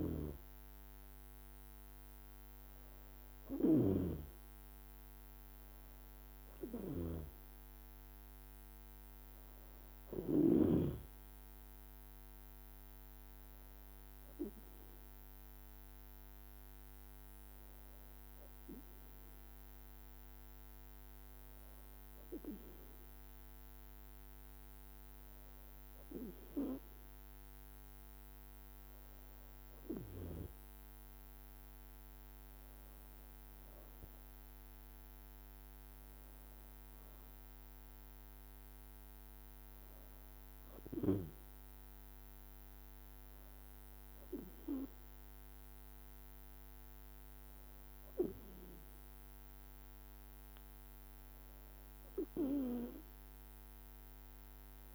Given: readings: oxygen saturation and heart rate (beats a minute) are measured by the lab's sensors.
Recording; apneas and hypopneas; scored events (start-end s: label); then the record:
breathing in sleep by a microphone on the trachea; none
0.00-11.00 s: snoring (device-marked)
From the record:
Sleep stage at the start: N2 (light sleep); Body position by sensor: on the back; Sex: female